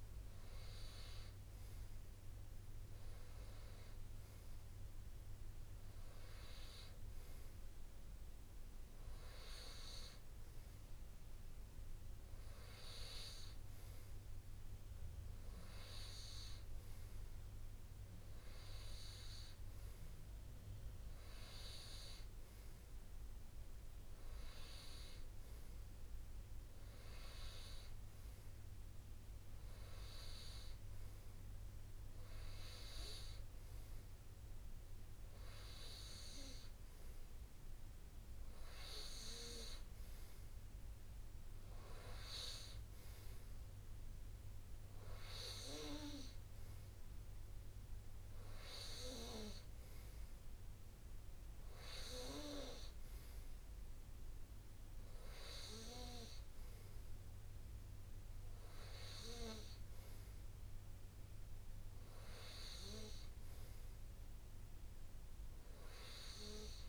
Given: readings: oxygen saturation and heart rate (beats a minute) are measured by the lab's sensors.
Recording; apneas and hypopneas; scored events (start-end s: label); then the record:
breathing in sleep by a room microphone; none
11.50-13.50 s: long interval between heartbeats (device-marked, heart rate 64 before, 72 extreme)
From the record:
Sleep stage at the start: N2 (light sleep); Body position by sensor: on the right side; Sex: male